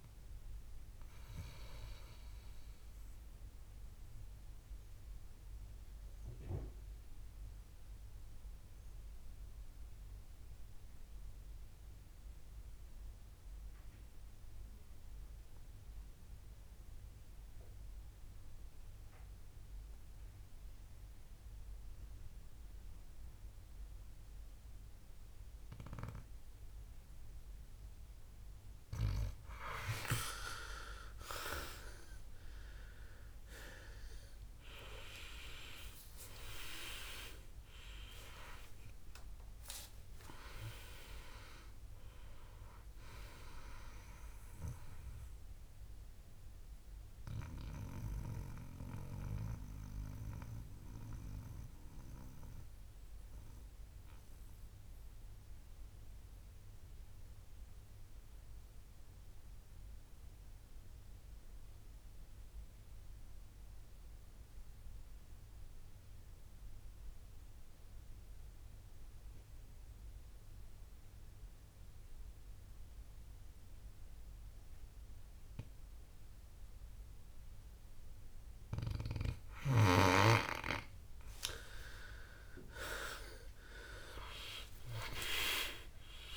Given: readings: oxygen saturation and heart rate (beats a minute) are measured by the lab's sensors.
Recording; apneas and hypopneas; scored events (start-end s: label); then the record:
breathing in sleep by a room microphone; 2
0.00-13.00 s: oxygen desaturation (device-marked, oxygen 91% lowest, heart rate 58 extreme)
0.50-29.00 s: mixed apnea (oxygen 99% before, 91% lowest, heart rate 71 before, 57 extreme, up 19 after)
30.00-46.00 s: oxygen desaturation (device-marked, oxygen 98% before, 93% lowest, heart rate 59 before, 57 extreme)
33.00-37.50 s: arousal
45.50-80.00 s: mixed apnea (oxygen 98% before, 88% lowest, heart rate 71 before, 56 extreme, up 21 after)
80.00-86.37 s: oxygen desaturation (device-marked, oxygen 98% before, 88% lowest, heart rate 59 before, 55 extreme)
83.50-86.37 s: arousal
From the record:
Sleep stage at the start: N2 (light sleep); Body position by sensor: on the back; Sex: male